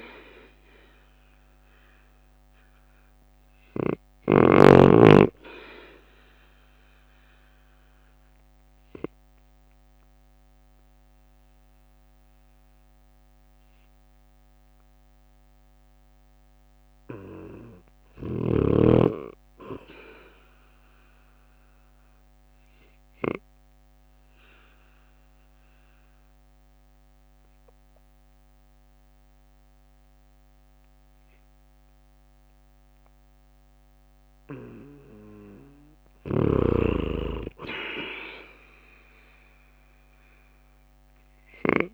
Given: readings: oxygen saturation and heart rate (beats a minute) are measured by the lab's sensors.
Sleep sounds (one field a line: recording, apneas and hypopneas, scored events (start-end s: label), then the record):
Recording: breathing in sleep by a microphone on the trachea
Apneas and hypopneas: 1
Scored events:
0.00-1.50 s: arousal
0.00-4.50 s: snoring (device-marked)
5.00-14.00 s: drop in pulse transit time (device-marked, heart rate 53 before, 51 extreme)
5.00-19.00 s: oxygen desaturation (device-marked, oxygen 97% before, 93% lowest, heart rate 53 before, 50 extreme)
20.50-33.00 s: obstructive apnea (oxygen 97% before, 92% lowest, heart rate 53 before, 48 extreme, up 6 after)
28.00-41.94 s: oxygen desaturation (device-marked, oxygen 98% before, 94% lowest, heart rate 53 before, 48 extreme)
37.00-41.50 s: arousal
From the record:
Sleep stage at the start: N2 (light sleep)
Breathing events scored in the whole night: 244 in 3.6 hours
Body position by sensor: on the right side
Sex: male